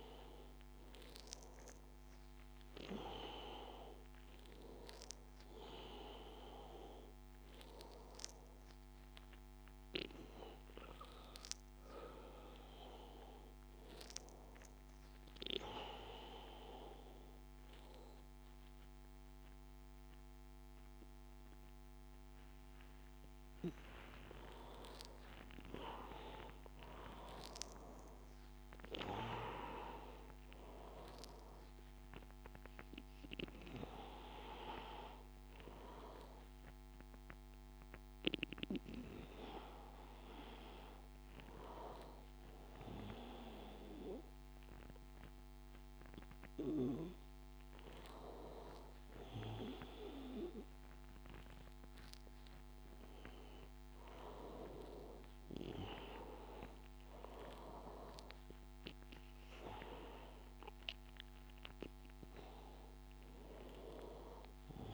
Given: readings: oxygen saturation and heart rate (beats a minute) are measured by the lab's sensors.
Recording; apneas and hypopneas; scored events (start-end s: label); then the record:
a person partly awake in a sleep study, by a microphone on the trachea; none
29.00-59.00 s: new sleep stage, N1 (lightest sleep)
59.00-64.94 s: new sleep stage, N2 (light sleep)
From the record:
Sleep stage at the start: awake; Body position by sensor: on the back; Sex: male